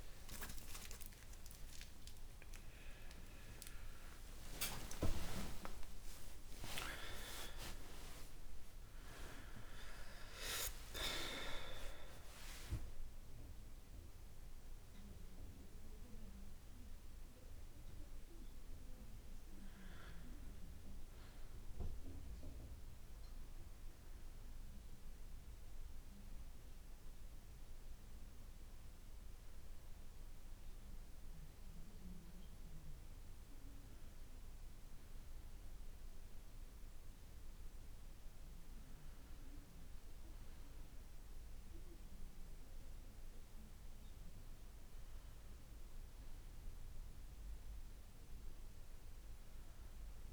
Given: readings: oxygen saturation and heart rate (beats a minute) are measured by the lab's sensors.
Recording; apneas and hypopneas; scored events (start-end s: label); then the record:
a person partly awake in a sleep study, by a room microphone; none
2.50-50.33 s: new sleep stage, N2 (light sleep)
15.50-28.50 s: oxygen desaturation (device-marked, oxygen 98% before, 95% lowest, heart rate 115 before, 67 extreme)
45.50-50.33 s: oxygen desaturation (device-marked, oxygen 98% before, 95% lowest, heart rate 69 before, 66 extreme)
From the record:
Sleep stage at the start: awake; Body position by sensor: on the back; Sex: male